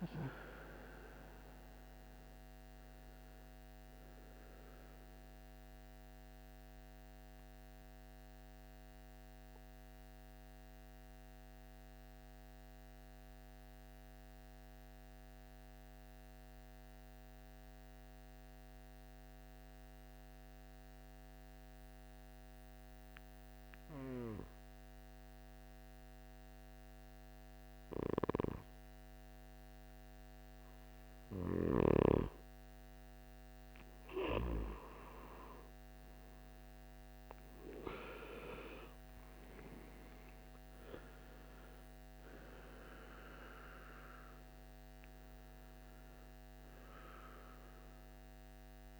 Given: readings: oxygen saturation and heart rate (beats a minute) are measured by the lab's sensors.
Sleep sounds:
breathing in sleep by a microphone on the trachea; 1
0.00-21.00 s: oxygen desaturation (device-marked, oxygen 88% lowest, heart rate 55 extreme)
4.00-32.50 s: mixed apnea (oxygen 99% before, 88% lowest, heart rate 65 before, 55 extreme, up 13 after)
36.00-40.50 s: arousal
37.00-49.00 s: oxygen desaturation (device-marked, oxygen 99% before, 91% lowest, heart rate 58 before, 56 extreme)
From the record:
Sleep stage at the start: N2 (light sleep); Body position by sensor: on the right side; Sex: male

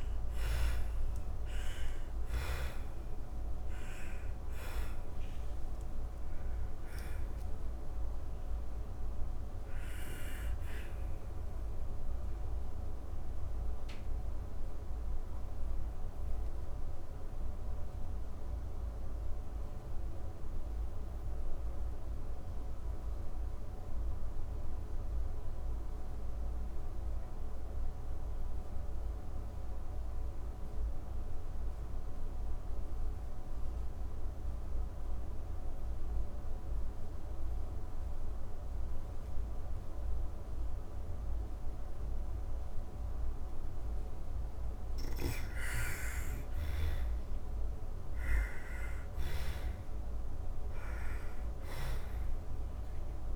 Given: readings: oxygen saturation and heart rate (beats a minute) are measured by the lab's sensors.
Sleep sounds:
breathing in sleep, hard to hear, by a room microphone; 1
0.00-26.00 s: oxygen desaturation (device-marked, oxygen 76% lowest)
9.50-42.50 s: obstructive apnea (oxygen 98% before, 76% lowest)
43.50-52.50 s: snoring (device-marked)
44.00-49.50 s: arousal
45.00-53.36 s: oxygen desaturation (device-marked, oxygen 99% before, 86% lowest)
From the record:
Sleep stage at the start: N2 (light sleep); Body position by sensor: on the back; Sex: female

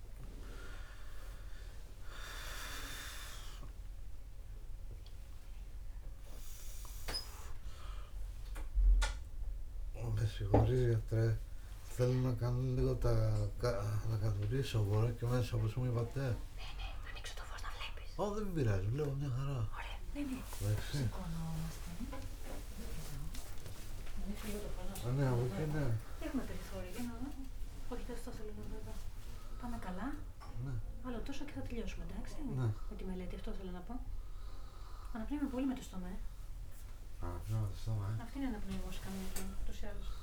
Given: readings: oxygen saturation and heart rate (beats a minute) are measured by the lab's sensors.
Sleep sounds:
a person awake in a sleep study, by a room microphone; none
none scored
From the record:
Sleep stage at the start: awake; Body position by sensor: on the back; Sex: male

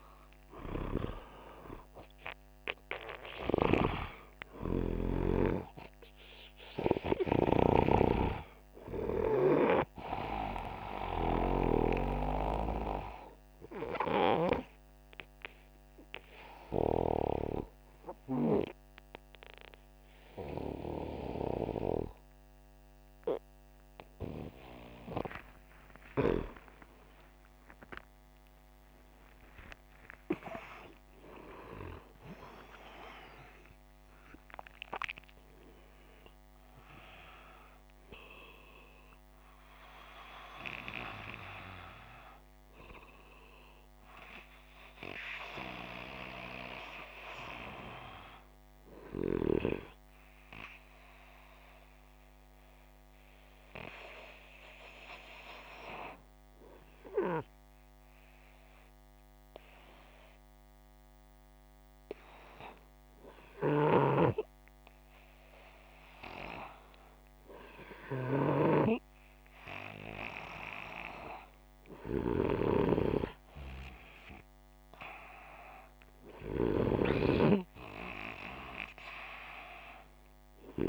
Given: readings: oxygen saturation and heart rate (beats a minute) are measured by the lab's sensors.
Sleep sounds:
breathing in sleep by a microphone on the trachea; 2
0.00-2.50 s: arousal
13.00-25.50 s: obstructive apnea (oxygen 94% before, 90% lowest, heart rate 94 before, 54 extreme, up 25 after)
21.00-51.00 s: new sleep stage, N1 (lightest sleep)
26.50-32.50 s: arousal
51.00-80.89 s: new sleep stage, N2 (light sleep)
52.00-63.00 s: hypopnea (oxygen 95% before, 93% lowest, heart rate 151 before, 74 extreme, up 57 after)
65.50-69.50 s: arousal
76.50-80.89 s: snoring (device-marked)
From the record:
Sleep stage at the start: N2 (light sleep); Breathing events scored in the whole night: 218 in 4.9 hours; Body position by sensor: upright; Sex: male

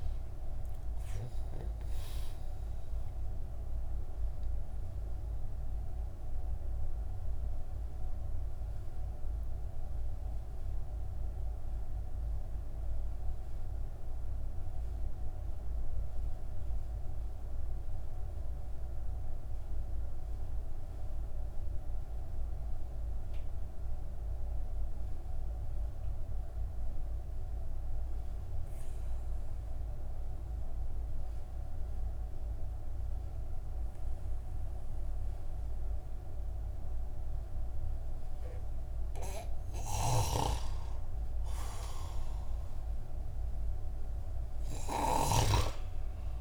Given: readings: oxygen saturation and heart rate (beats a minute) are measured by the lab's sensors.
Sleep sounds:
breathing in sleep by a room microphone; 1
3.50-38.50 s: mixed apnea (oxygen 98% before, 92% lowest)
8.50-19.50 s: oxygen desaturation (device-marked, oxygen 95% before, 92% lowest)
39.00-45.00 s: snoring (device-marked)
40.00-44.50 s: arousal
From the record:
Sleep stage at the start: N2 (light sleep); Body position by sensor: on the back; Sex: male

